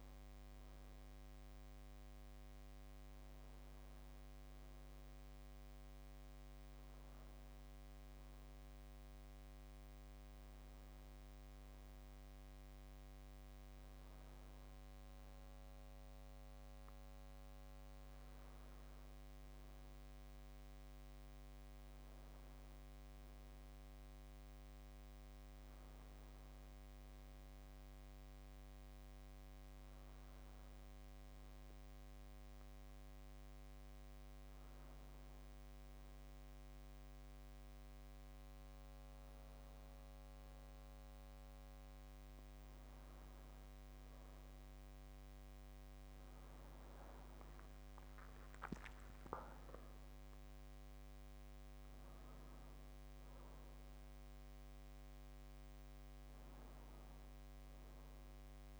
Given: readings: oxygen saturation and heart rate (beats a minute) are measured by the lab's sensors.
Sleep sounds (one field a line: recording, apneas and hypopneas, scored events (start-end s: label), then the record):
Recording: breathing in sleep, hard to hear, by a microphone on the trachea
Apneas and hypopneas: none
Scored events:
none scored
From the record:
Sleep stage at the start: N2 (light sleep)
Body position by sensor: on the back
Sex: male